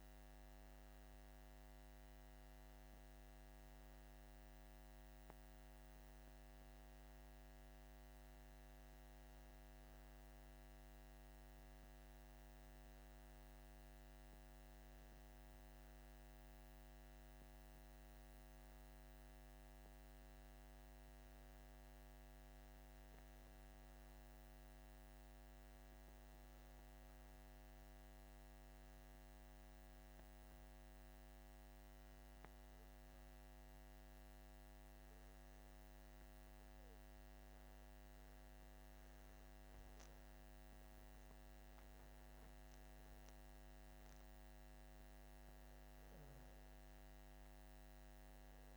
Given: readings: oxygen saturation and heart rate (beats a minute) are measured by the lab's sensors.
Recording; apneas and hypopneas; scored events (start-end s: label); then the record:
breathing in sleep, hard to hear, by a microphone on the trachea; none
none scored
From the record:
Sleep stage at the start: REM sleep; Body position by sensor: on the back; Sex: male